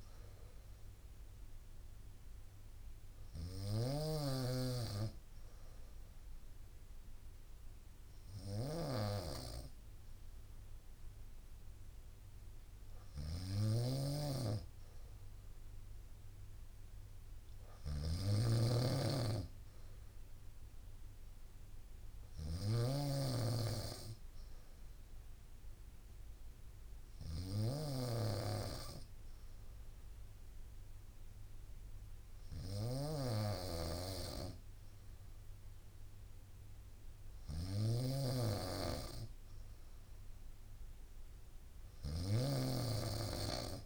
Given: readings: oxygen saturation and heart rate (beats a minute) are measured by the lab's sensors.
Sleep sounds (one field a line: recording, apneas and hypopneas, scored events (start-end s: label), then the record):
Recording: breathing in sleep by a room microphone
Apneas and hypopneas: 1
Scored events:
0.00-11.00 s: oxygen desaturation (device-marked, oxygen 92% lowest, heart rate 60 extreme)
0.00-43.86 s: snoring (device-marked)
16.00-19.00 s: arousal
22.50-38.00 s: hypopnea (oxygen 95% before, 92% lowest, heart rate 61 before, 61 extreme, up 1 after)
41.50-43.86 s: arousal
From the record:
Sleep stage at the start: N2 (light sleep)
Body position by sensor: on the right side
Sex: female